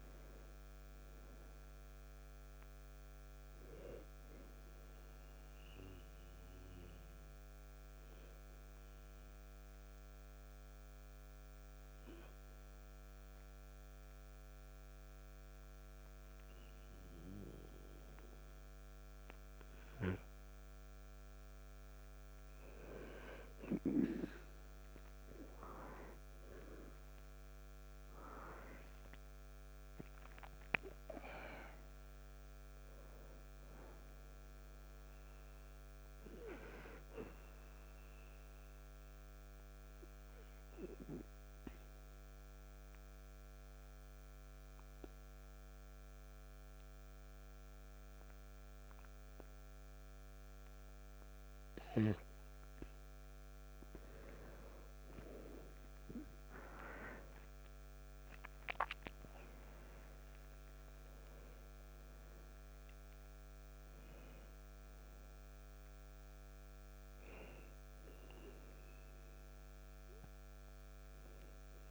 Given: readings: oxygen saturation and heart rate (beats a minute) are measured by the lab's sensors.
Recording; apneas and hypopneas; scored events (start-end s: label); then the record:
breathing in sleep by a microphone on the trachea; 2
0.50-21.50 s: oxygen desaturation (device-marked, oxygen 97% before, 93% lowest, heart rate 60 before, 57 extreme)
8.00-23.00 s: hypopnea (oxygen 97% before, 93% lowest, heart rate 61 before, 57 extreme)
25.50-29.50 s: arousal
34.50-52.50 s: oxygen desaturation (device-marked, oxygen 98% before, 93% lowest, heart rate 61 before, 57 extreme)
40.50-53.50 s: obstructive apnea (oxygen 98% before, 93% lowest, heart rate 61 before, 57 extreme, up 2 after)
55.50-59.50 s: arousal
From the record:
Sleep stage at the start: N2 (light sleep); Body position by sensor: on the back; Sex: male